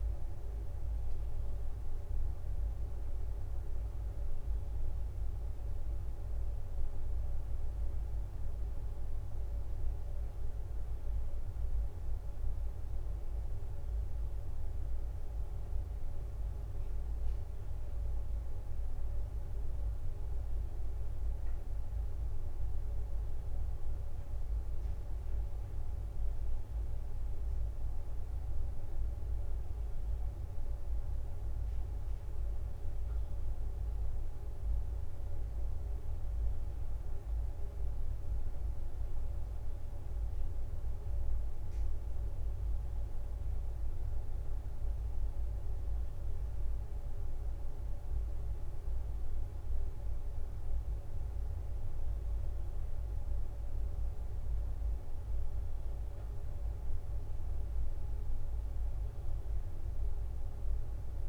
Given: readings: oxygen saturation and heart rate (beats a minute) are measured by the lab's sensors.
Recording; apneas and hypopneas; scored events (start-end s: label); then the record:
breathing in sleep, hard to hear, by a room microphone; none
17.50-19.00 s: leg movement (device-marked)
56.50-60.50 s: arousal
From the record:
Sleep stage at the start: N1 (lightest sleep); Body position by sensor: on the back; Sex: female